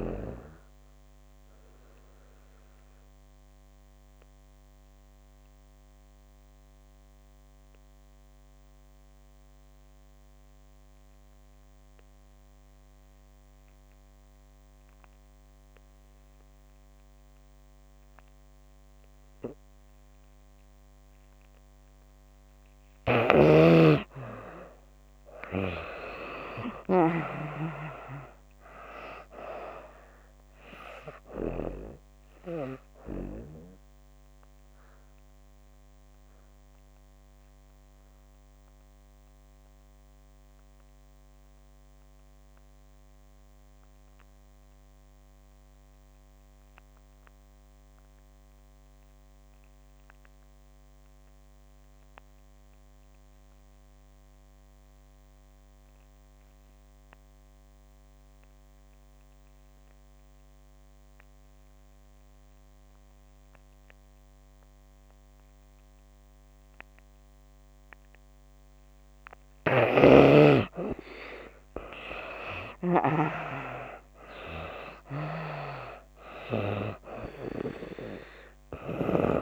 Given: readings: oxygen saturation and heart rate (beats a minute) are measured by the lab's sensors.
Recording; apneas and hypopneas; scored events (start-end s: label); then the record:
breathing in sleep by a microphone on the trachea; 2
0.00-19.50 s: oxygen desaturation (device-marked, oxygen 64% lowest)
1.00-22.50 s: obstructive apnea (oxygen 96% before, 64% lowest)
24.50-27.50 s: arousal
24.50-55.50 s: oxygen desaturation (device-marked, oxygen 96% before, 69% lowest)
33.50-69.00 s: obstructive apnea (oxygen 96% before, 63% lowest)
57.50-79.42 s: oxygen desaturation (device-marked, oxygen 95% before, 63% lowest)
71.00-74.50 s: arousal
From the record:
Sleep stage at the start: N2 (light sleep); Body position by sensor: on the back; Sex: female